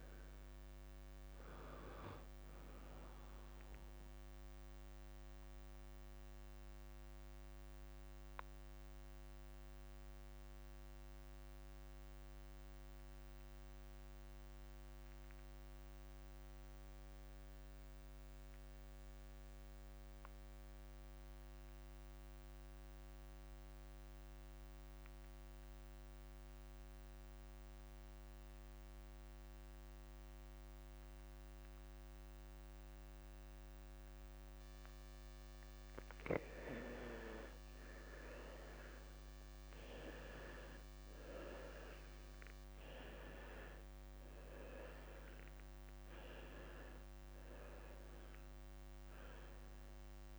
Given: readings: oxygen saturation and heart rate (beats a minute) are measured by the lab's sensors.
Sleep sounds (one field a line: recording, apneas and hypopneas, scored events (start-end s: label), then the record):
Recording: breathing in sleep by a microphone on the trachea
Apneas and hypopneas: 1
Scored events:
0.00-8.50 s: oxygen desaturation (device-marked, oxygen 91% lowest, heart rate 53 extreme)
6.00-37.00 s: mixed apnea (oxygen 97% before, 84% lowest, heart rate 61 before, 49 extreme, up 40 after)
33.50-50.39 s: oxygen desaturation (device-marked, oxygen 95% before, 84% lowest, heart rate 54 before, 36 extreme)
36.00-38.00 s: long interval between heartbeats (device-marked, heart rate 55 before, 64 extreme)
38.50-40.50 s: long interval between heartbeats (device-marked, heart rate 57 before, 85 extreme)
39.50-42.50 s: arousal
40.50-42.50 s: long interval between heartbeats (device-marked, heart rate 61 before, 94 extreme)
45.50-47.50 s: long interval between heartbeats (device-marked, heart rate 69 before, 69 extreme)
From the record:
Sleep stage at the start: N2 (light sleep)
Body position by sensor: on the left side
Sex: male